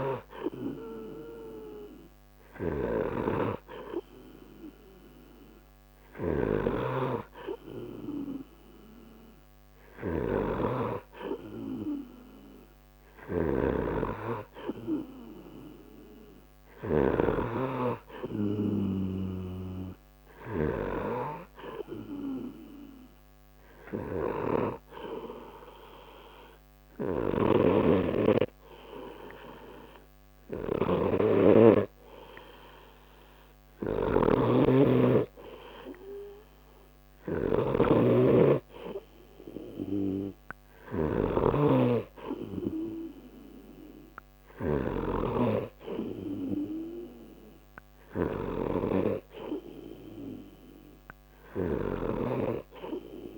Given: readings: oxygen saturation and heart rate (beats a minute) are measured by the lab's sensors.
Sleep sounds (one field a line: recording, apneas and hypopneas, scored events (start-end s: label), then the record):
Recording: breathing in sleep by a microphone on the trachea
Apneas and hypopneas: none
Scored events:
0.00-21.00 s: snoring (device-marked)
27.00-53.38 s: snoring (device-marked)
From the record:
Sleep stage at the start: N3 (deep sleep)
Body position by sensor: on the right side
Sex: male